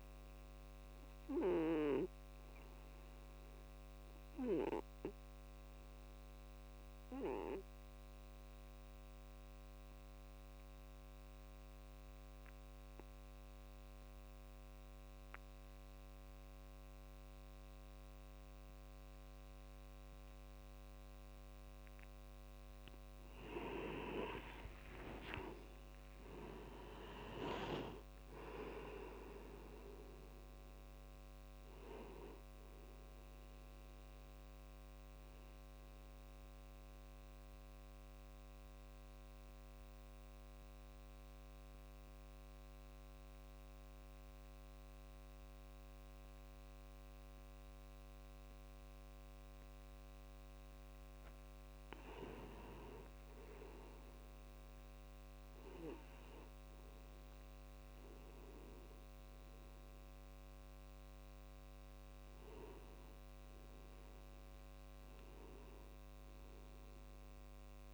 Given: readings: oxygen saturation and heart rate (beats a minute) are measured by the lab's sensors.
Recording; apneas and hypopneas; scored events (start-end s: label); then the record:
breathing in sleep by a microphone on the trachea; 2
0.50-22.00 s: obstructive apnea (oxygen 95% before, 86% lowest)
24.00-29.50 s: arousal
25.00-54.00 s: oxygen desaturation (device-marked, oxygen 96% before, 86% lowest)
36.50-52.00 s: central apnea (oxygen 96% before, 86% lowest)
55.50-61.00 s: arousal
From the record:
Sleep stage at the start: N2 (light sleep); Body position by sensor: on the back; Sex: male